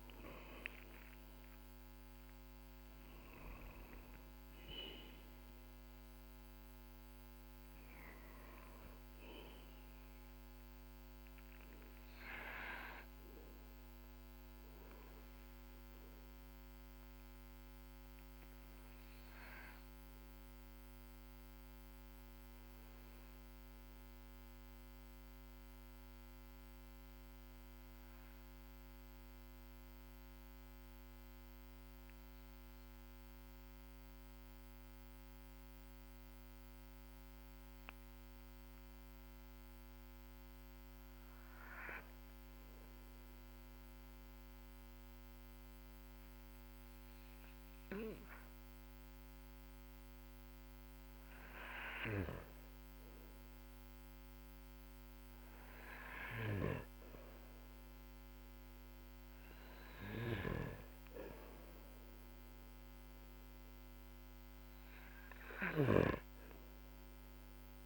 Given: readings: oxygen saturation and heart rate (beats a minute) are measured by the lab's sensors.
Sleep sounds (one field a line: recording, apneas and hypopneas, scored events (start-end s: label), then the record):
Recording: breathing in sleep by a microphone on the trachea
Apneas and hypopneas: 1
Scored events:
2.50-34.50 s: oxygen desaturation (device-marked, oxygen 97% before, 93% lowest, heart rate 56 before, 46 extreme)
13.00-53.50 s: obstructive apnea (oxygen 98% before, 93% lowest, heart rate 52 before, 42 extreme)
40.50-67.86 s: new sleep stage, N2 (light sleep)
54.50-59.00 s: arousal
64.50-67.86 s: snoring (device-marked)
From the record:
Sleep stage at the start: N1 (lightest sleep)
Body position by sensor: on the back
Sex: male